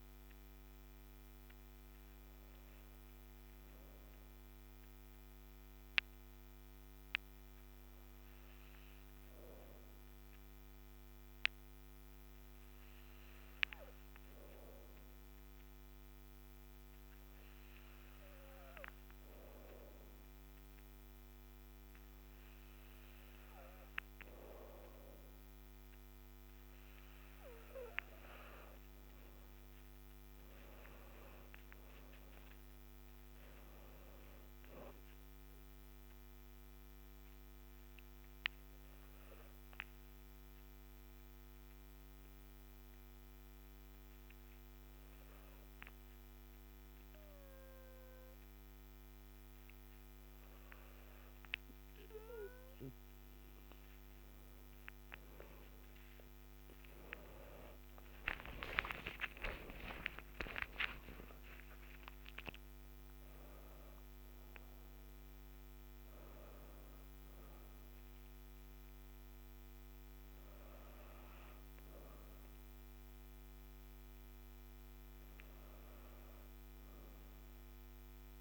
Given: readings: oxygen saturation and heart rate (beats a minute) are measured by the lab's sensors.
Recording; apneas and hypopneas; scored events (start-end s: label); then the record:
breathing in sleep by a microphone on the trachea; 2
3.50-21.50 s: hypopnea (oxygen 96% before, 94% lowest, heart rate 35 before, 45 extreme, up 12 after)
23.00-27.50 s: arousal
24.50-42.50 s: oxygen desaturation (device-marked, oxygen 98% before, 94% lowest, heart rate 51 before, 36 extreme)
36.50-51.00 s: obstructive apnea (oxygen 98% before, 94% lowest, heart rate 57 before, 36 extreme)
57.00-61.50 s: arousal
From the record:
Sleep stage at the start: N2 (light sleep); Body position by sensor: on the back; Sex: female